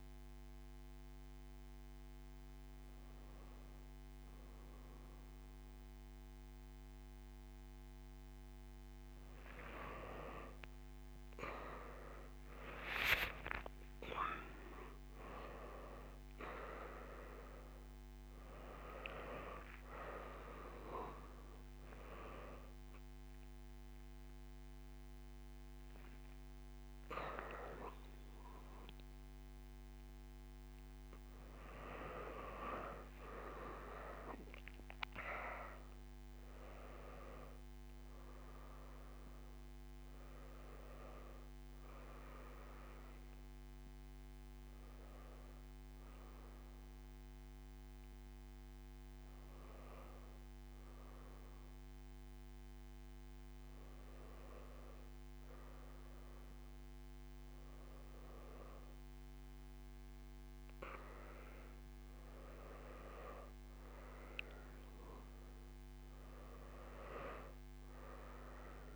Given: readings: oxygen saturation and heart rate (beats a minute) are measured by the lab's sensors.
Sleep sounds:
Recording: a person awake in a sleep study, by a microphone on the trachea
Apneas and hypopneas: none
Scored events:
58.50-68.96 s: oxygen desaturation (device-marked, oxygen 96% before, 93% lowest)
64.50-68.50 s: tachycardia (device-marked)
From the record:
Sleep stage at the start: awake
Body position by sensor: on the back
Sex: female

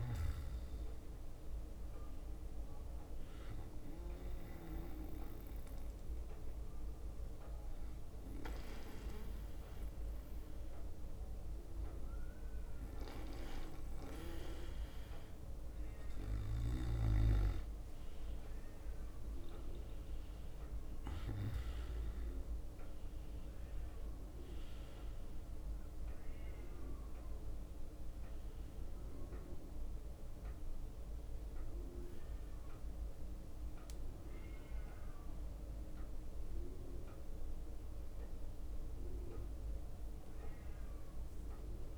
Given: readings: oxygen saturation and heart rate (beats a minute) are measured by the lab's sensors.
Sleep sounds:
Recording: a person partly awake in a sleep study, by a room microphone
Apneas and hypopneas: 1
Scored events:
0.00-4.50 s: snoring (device-marked)
0.50-2.00 s: leg movement (device-marked)
5.00-18.00 s: hypopnea (oxygen 97% before, 94% lowest, heart rate 65 before, 62 extreme, up 6 after)
8.50-20.50 s: drop in pulse transit time (device-marked, heart rate 65 before, 61 extreme)
17.50-24.00 s: leg movement (device-marked)
21.50-41.98 s: new sleep stage, awake
33.50-41.98 s: drop in pulse transit time (device-marked, heart rate 65 before, 66 extreme)
38.00-41.98 s: leg movement (device-marked)
From the record:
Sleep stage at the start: N2 (light sleep)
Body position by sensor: on the back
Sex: male

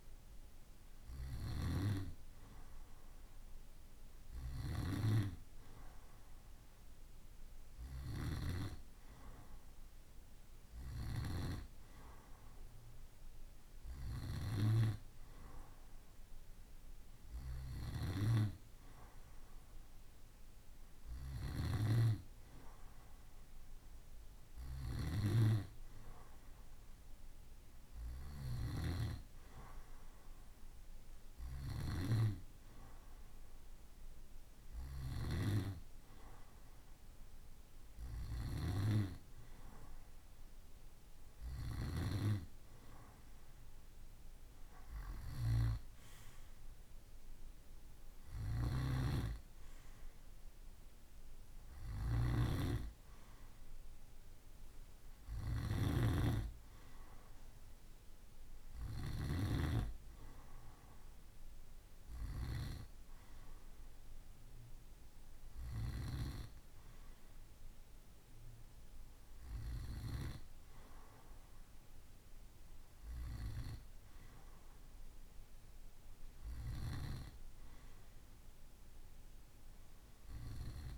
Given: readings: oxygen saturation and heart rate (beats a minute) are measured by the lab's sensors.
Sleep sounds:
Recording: breathing in sleep by a room microphone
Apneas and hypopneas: none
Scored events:
0.00-1.00 s: snoring (device-marked)
17.00-28.00 s: snoring (device-marked)
47.50-58.50 s: snoring (device-marked)
From the record:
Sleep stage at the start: N2 (light sleep)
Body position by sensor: on the right side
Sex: male

